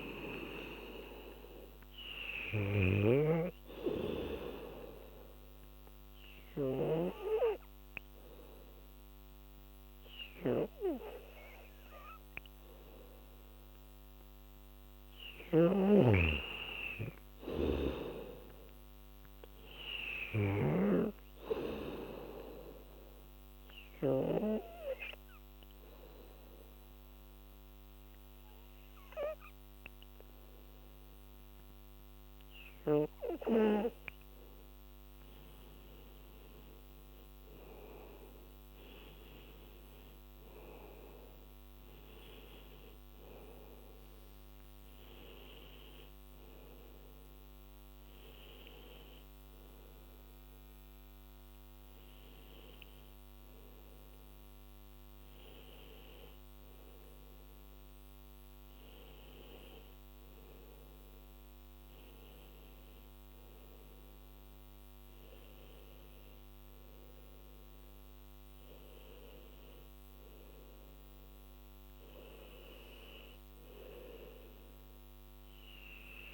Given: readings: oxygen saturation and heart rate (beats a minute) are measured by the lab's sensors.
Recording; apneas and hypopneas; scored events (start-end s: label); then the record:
breathing in sleep by a microphone on the trachea; 2
0.00-11.50 s: oxygen desaturation (device-marked, oxygen 87% lowest, heart rate 76 extreme)
4.50-15.50 s: obstructive apnea (oxygen 96% before, 87% lowest, heart rate 86 before, 76 extreme, up 8 after)
15.50-21.00 s: snoring (device-marked)
17.00-20.00 s: arousal
22.50-34.50 s: obstructive apnea (oxygen 98% before, 88% lowest, heart rate 80 before, 76 extreme, up 10 after)
23.50-33.50 s: oxygen desaturation (device-marked, oxygen 98% before, 93% lowest, heart rate 80 before, 76 extreme)
35.50-57.50 s: oxygen desaturation (device-marked, oxygen 96% before, 88% lowest, heart rate 79 before, 81 extreme)
36.00-40.00 s: arousal
From the record:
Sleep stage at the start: N2 (light sleep); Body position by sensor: on the back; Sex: female